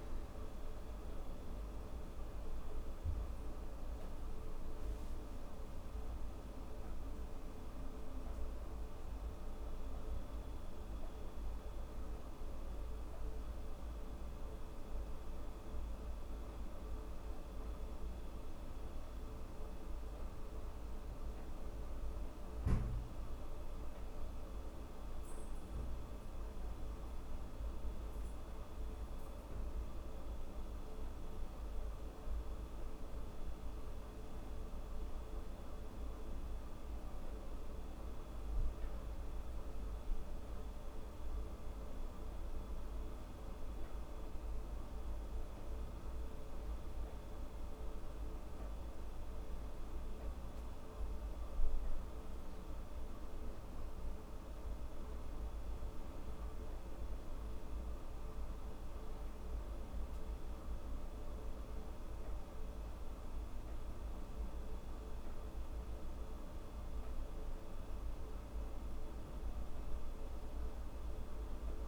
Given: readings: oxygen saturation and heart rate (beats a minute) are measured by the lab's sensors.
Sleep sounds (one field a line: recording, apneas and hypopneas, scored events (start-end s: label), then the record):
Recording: breathing in sleep, hard to hear, by a room microphone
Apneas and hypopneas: none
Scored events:
none scored
From the record:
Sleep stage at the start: N1 (lightest sleep)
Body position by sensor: on the back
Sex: female